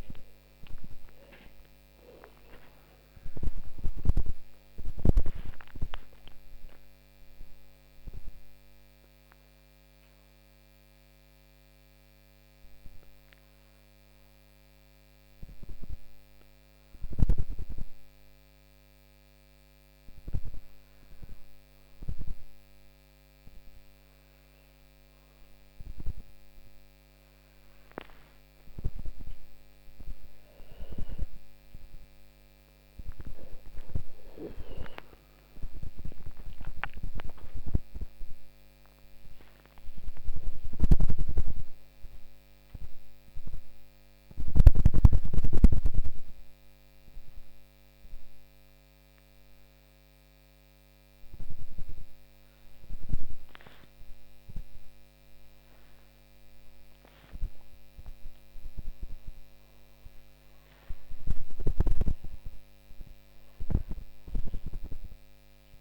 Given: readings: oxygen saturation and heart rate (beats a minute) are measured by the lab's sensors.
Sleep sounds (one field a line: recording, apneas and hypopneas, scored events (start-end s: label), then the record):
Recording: a person awake in a sleep study, by a microphone on the trachea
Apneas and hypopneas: 1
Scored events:
40.50-54.00 s: hypopnea (oxygen 98% before, 95% lowest)
From the record:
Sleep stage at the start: awake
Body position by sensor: on the back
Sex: female